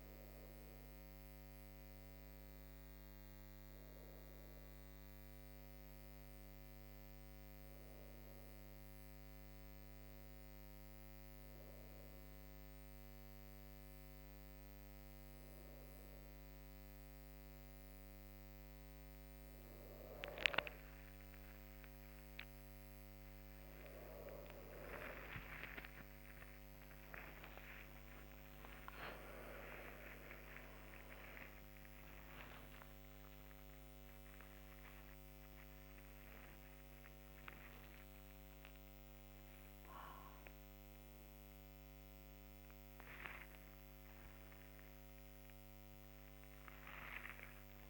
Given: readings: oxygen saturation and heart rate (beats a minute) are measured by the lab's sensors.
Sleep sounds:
a person awake in a sleep study, by a microphone on the trachea; none
7.50-47.89 s: new sleep stage, awake
From the record:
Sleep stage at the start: N1 (lightest sleep); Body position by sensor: on the back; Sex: female

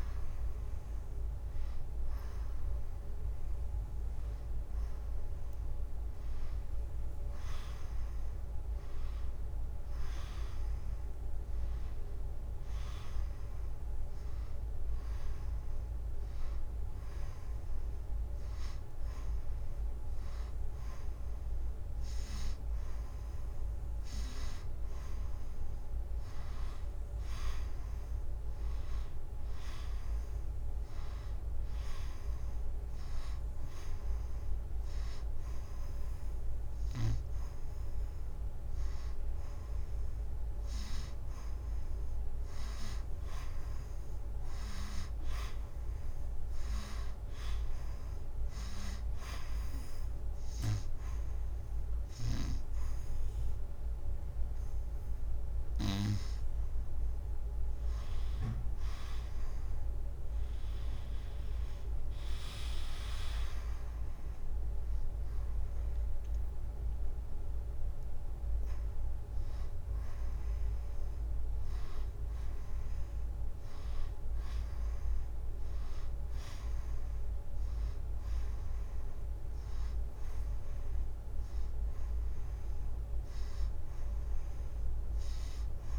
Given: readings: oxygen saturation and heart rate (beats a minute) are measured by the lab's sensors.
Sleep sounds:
breathing in sleep by a room microphone; 1
17.50-85.99 s: new sleep stage, N2 (light sleep)
31.00-41.50 s: hypopnea (oxygen 94% before, 87% lowest, heart rate 89 before, 79 extreme)
44.00-47.00 s: arousal
48.50-58.50 s: oxygen desaturation (device-marked, oxygen 93% before, 90% lowest, heart rate 89 before, 79 extreme)
61.00-65.50 s: arousal
64.50-81.50 s: oxygen desaturation (device-marked, oxygen 93% before, 87% lowest, heart rate 86 before, 88 extreme)
From the record:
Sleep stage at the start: N1 (lightest sleep); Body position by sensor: on the back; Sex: female

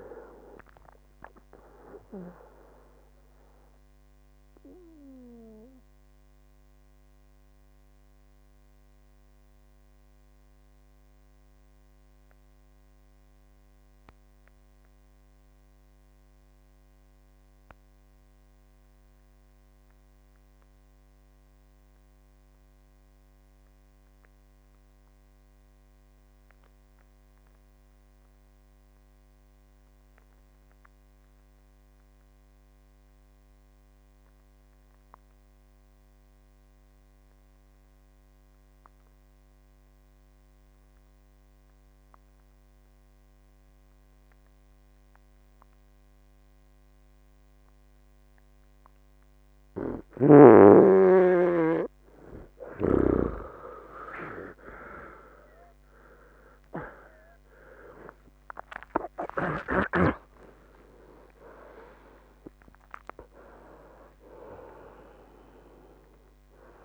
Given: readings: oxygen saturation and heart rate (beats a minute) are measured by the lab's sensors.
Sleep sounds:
breathing in sleep by a microphone on the trachea; 1
0.00-18.00 s: oxygen desaturation (device-marked, oxygen 84% lowest, heart rate 60 extreme)
3.00-49.50 s: mixed apnea (oxygen 96% before, 84% lowest, heart rate 75 before, 60 extreme, up 21 after)
16.50-18.50 s: long interval between heartbeats (device-marked, heart rate 71 before, 65 extreme)
36.00-66.85 s: oxygen desaturation (device-marked, oxygen 98% before, 84% lowest, heart rate 64 before, 60 extreme)
50.00-53.50 s: snoring (device-marked)
56.00-60.00 s: arousal
From the record:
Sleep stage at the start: N2 (light sleep); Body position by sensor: on the right side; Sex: male

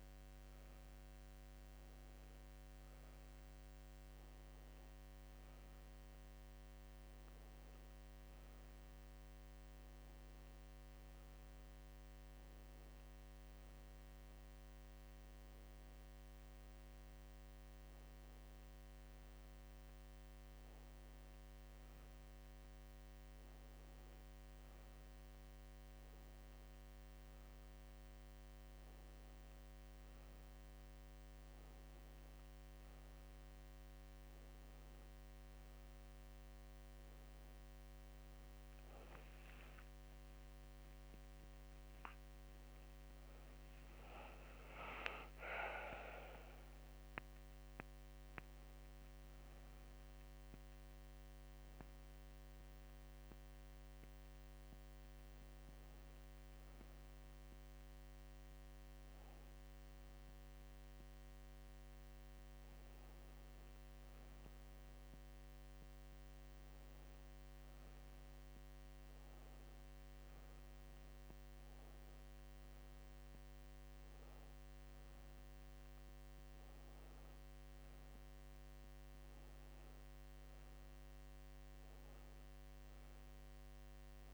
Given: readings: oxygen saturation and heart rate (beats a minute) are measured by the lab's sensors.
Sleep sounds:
breathing in sleep, hard to hear, by a microphone on the trachea; none
none scored
From the record:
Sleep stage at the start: N2 (light sleep); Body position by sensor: on the back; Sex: female

